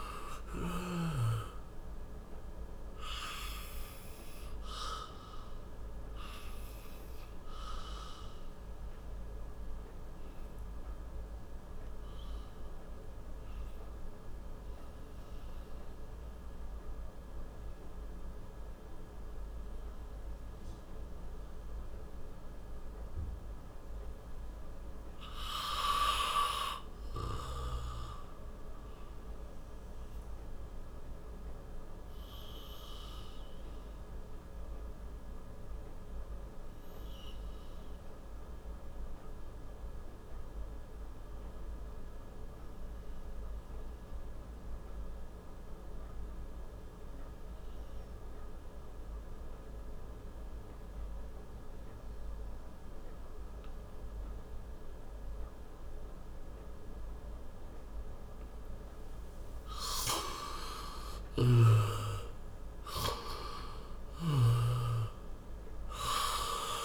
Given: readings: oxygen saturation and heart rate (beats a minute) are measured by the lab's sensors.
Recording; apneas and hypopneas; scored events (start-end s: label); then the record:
breathing in sleep by a room microphone; 1
0.00-1.00 s: snoring (device-marked)
3.50-58.50 s: obstructive apnea (oxygen 98% before, 85% lowest, heart rate 62 before, 57 extreme, up 5 after)
14.00-30.00 s: oxygen desaturation (device-marked, oxygen 93% before, 86% lowest, heart rate 64 before, 58 extreme)
60.00-64.00 s: arousal
61.00-64.50 s: snoring (device-marked)
63.00-66.85 s: oxygen desaturation (device-marked, oxygen 96% before, 85% lowest, heart rate 63 before, 56 extreme)
From the record:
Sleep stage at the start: N2 (light sleep); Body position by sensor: on the back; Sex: male